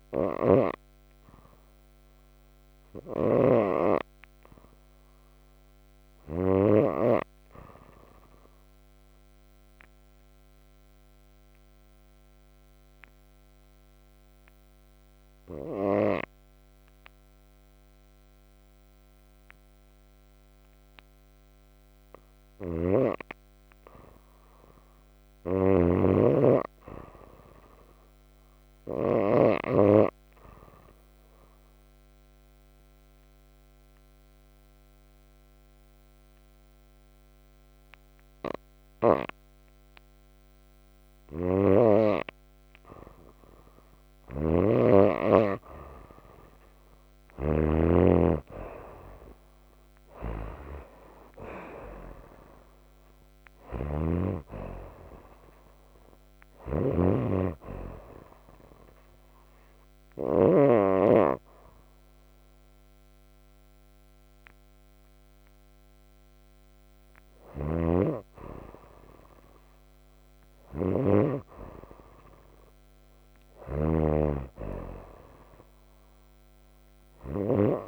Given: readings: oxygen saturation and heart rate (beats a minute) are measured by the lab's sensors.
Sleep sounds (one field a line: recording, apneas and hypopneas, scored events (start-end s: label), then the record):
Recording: breathing in sleep by a microphone on the trachea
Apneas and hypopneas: 3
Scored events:
0.00-6.50 s: snoring (device-marked)
7.00-22.50 s: obstructive apnea (oxygen 95% before, 84% lowest)
22.50-29.00 s: snoring (device-marked)
24.00-27.50 s: arousal
24.00-63.00 s: oxygen desaturation (device-marked, oxygen 95% before, 88% lowest)
30.50-41.00 s: obstructive apnea (oxygen 95% before, 84% lowest, heart rate 55 before, 32 extreme, up 14 after)
41.00-47.50 s: snoring (device-marked)
47.50-51.00 s: arousal
53.50-60.50 s: snoring (device-marked)
57.50-67.50 s: obstructive apnea (oxygen 93% before, 84% lowest, heart rate 46 before, 32 extreme, up 32 after)
67.00-71.00 s: snoring (device-marked)
70.00-73.00 s: arousal
72.00-77.88 s: oxygen desaturation (device-marked, oxygen 89% before, 84% lowest, heart rate 44 before, 42 extreme)
73.00-77.88 s: snoring (device-marked)
From the record:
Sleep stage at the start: N2 (light sleep)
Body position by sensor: on the right side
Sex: female